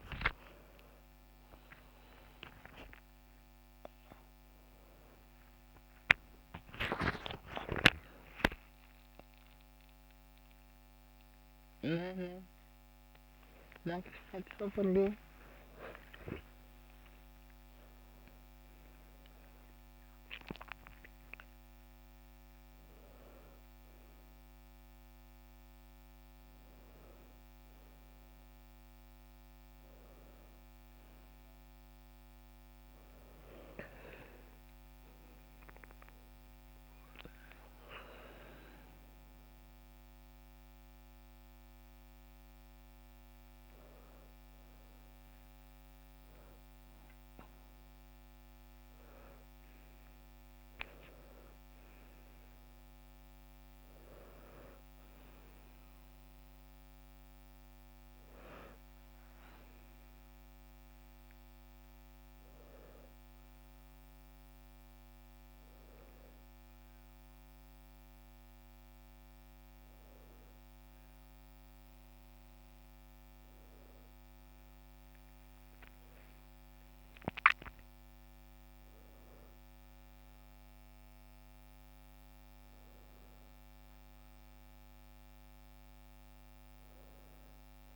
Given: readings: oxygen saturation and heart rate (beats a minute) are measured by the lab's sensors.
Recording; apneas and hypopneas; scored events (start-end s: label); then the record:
a person awake in a sleep study, by a microphone on the trachea; none
none scored
From the record:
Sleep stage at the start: awake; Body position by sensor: on the right side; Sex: female